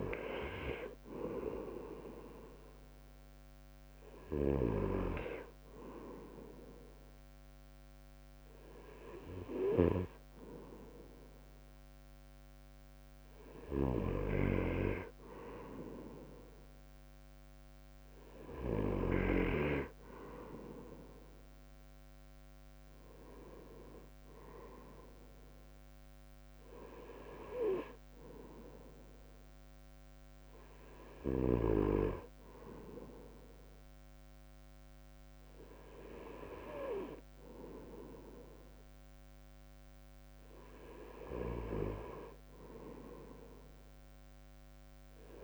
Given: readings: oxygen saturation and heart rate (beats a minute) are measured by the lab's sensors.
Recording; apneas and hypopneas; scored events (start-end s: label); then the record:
breathing in sleep by a microphone on the trachea; none
none scored
From the record:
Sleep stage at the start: N2 (light sleep); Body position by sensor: on the back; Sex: male